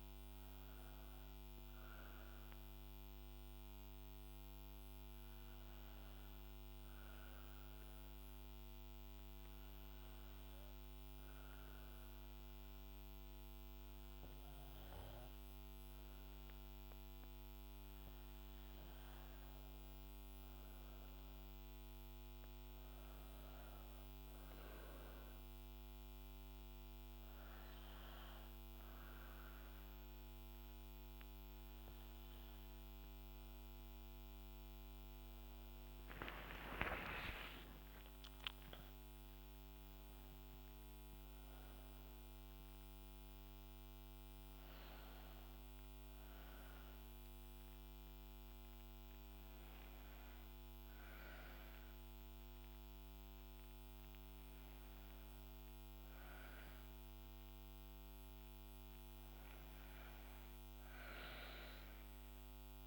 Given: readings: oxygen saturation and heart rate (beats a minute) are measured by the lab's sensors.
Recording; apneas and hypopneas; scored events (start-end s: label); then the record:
breathing in sleep, hard to hear, by a microphone on the trachea; 1
0.00-10.50 s: oxygen desaturation (device-marked, oxygen 92% lowest, heart rate 59 extreme)
2.00-18.00 s: obstructive apnea (oxygen 97% before, 89% lowest, heart rate 62 before, 60 extreme, up 4 after)
20.00-23.50 s: arousal
24.50-38.50 s: oxygen desaturation (device-marked, oxygen 95% before, 89% lowest, heart rate 62 before, 59 extreme)
35.50-40.50 s: arousal
From the record:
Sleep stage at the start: N2 (light sleep); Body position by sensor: on the right side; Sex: female